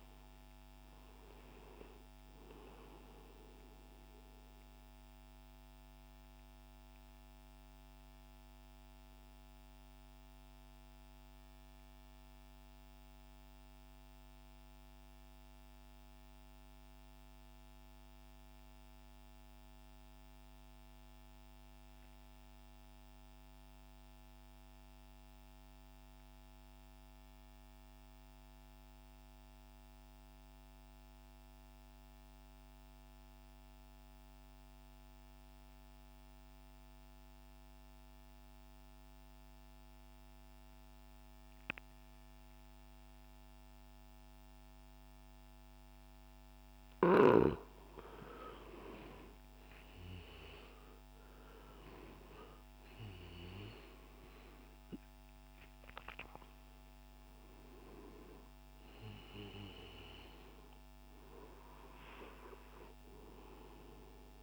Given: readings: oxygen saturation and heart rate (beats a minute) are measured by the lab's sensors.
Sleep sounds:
breathing in sleep by a microphone on the trachea; 1
0.00-13.50 s: oxygen desaturation (device-marked, oxygen 87% lowest, heart rate 37 extreme)
4.00-46.50 s: mixed apnea (oxygen 96% before, 87% lowest, heart rate 116 before, 99 extreme)
36.50-64.43 s: oxygen desaturation (device-marked, oxygen 98% before, 87% lowest, heart rate 119 before, 94 extreme)
49.00-55.00 s: arousal
From the record:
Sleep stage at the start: N2 (light sleep); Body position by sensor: on the right side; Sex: male

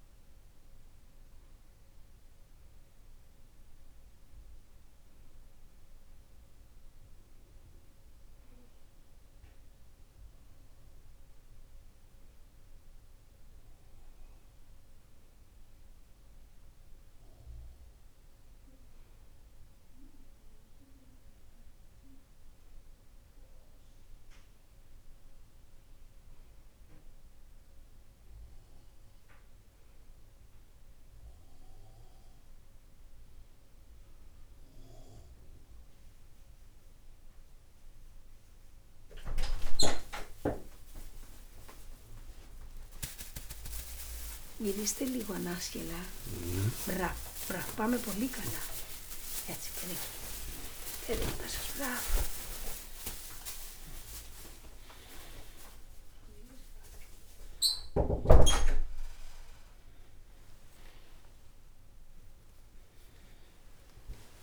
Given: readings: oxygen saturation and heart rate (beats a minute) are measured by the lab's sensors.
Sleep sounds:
a person partly awake in a sleep study, by a room microphone; none
47.00-64.43 s: new sleep stage, awake
From the record:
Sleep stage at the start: N2 (light sleep); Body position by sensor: on the right side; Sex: male

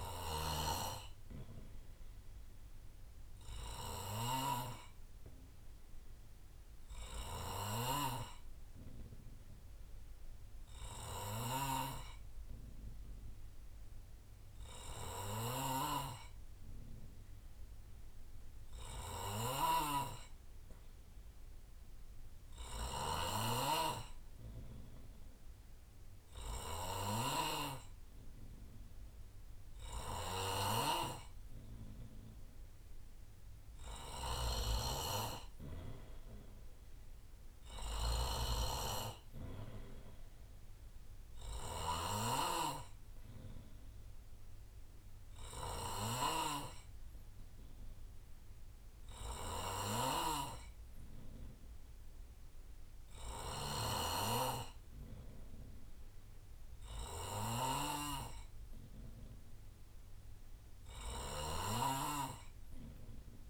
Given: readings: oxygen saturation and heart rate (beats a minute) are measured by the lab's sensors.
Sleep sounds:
breathing in sleep by a room microphone; 2
0.00-63.49 s: snoring (device-marked)
7.00-26.50 s: hypopnea (oxygen 95% before, 92% lowest, heart rate 68 before, 65 extreme, up 4 after)
25.00-50.00 s: oxygen desaturation (device-marked, oxygen 96% before, 92% lowest, heart rate 66 before, 67 extreme)
28.50-32.50 s: arousal
43.00-54.50 s: hypopnea (oxygen 96% before, 92% lowest, heart rate 68 before, 67 extreme, up 3 after)
60.50-63.49 s: arousal
From the record:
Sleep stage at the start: N2 (light sleep); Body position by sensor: on the right side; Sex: male

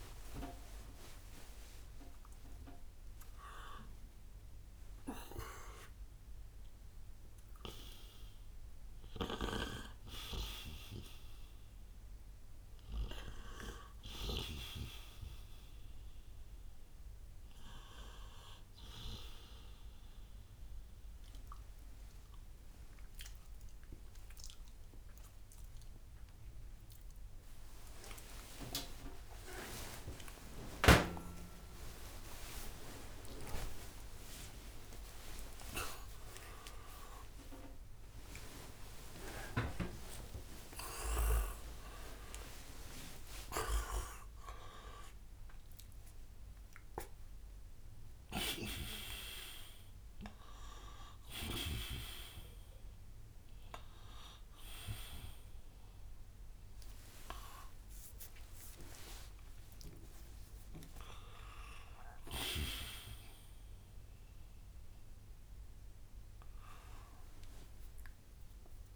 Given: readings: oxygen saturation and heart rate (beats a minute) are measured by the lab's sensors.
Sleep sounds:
a person awake in a sleep study, by a room microphone; none
0.00-21.50 s: oxygen desaturation (device-marked, oxygen 89% lowest, heart rate 64 extreme)
From the record:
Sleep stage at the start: awake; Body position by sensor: on the right side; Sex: male

